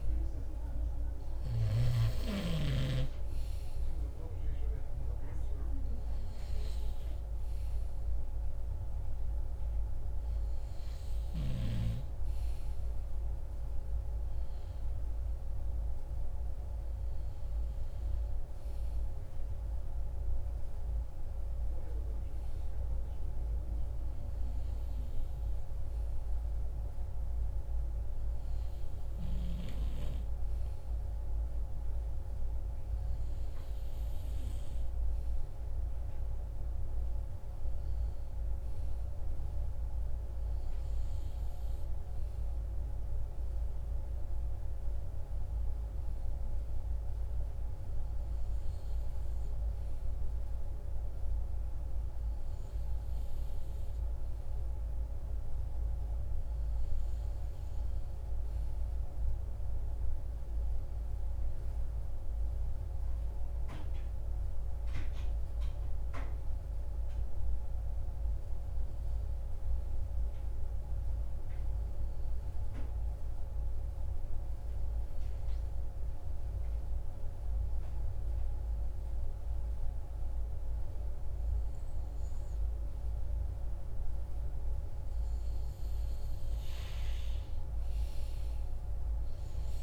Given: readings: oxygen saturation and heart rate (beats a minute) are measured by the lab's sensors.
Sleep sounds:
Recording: breathing in sleep, hard to hear, by a room microphone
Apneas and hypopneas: 1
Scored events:
0.00-1.50 s: snoring (device-marked)
13.00-89.83 s: new sleep stage, REM sleep
27.50-85.50 s: hypopnea (oxygen 98% before, 93% lowest)
86.00-89.83 s: oxygen desaturation (device-marked, oxygen 96% before, 93% lowest, heart rate 72 before, 37 extreme)
87.50-89.83 s: arousal
From the record:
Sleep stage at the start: N2 (light sleep)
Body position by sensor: on the right side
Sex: male

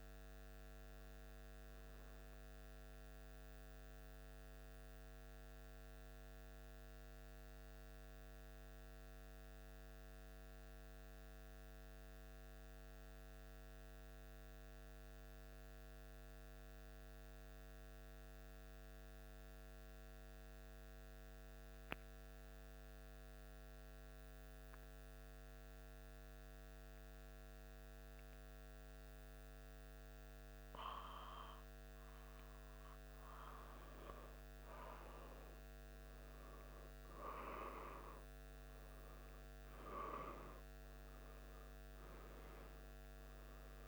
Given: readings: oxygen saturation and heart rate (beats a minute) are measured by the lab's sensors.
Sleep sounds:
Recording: breathing in sleep by a microphone on the trachea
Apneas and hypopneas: 1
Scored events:
4.50-30.50 s: mixed apnea (oxygen 97% before, 94% lowest, heart rate 77 before, 74 extreme, up 1 after)
33.50-38.00 s: arousal
From the record:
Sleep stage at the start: N2 (light sleep)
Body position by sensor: on the back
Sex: male

